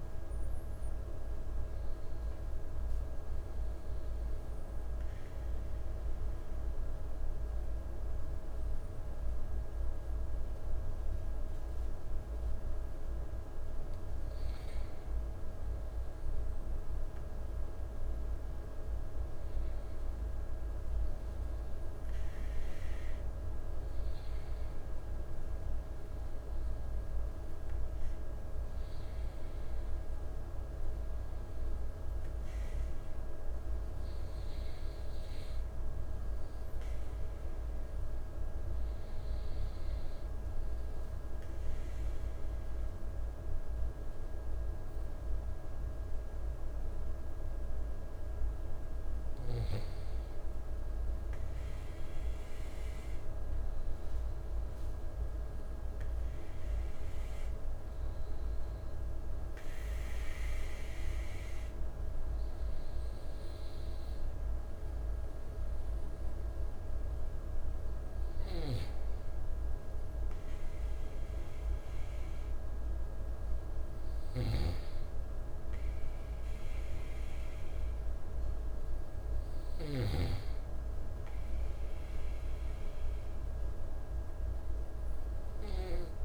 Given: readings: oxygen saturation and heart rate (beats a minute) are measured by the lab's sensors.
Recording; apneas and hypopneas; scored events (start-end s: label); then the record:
breathing in sleep, hard to hear, by a room microphone; 2
2.50-15.00 s: central apnea (oxygen 96% before, 95% lowest, heart rate 59 before, 53 extreme, up 2 after)
18.50-22.50 s: arousal
37.00-49.50 s: obstructive apnea (oxygen 97% before, 95% lowest, heart rate 56 before, 54 extreme, up 3 after)
51.50-56.00 s: arousal
68.00-80.00 s: snoring (device-marked)
From the record:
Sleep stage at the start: N2 (light sleep); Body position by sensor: on the right side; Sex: male